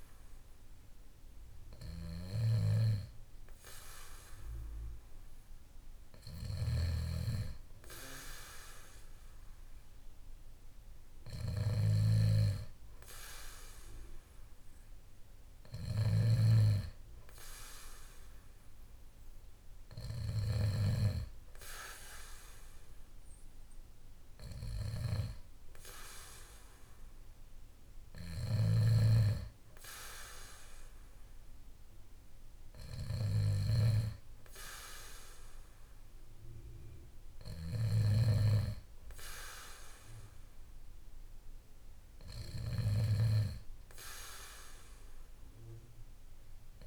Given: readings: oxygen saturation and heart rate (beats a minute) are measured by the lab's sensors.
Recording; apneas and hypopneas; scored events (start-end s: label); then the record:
breathing in sleep by a room microphone; none
6.00-20.50 s: snoring (device-marked)
28.00-38.00 s: snoring (device-marked)
From the record:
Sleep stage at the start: N2 (light sleep); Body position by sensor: on the back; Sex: male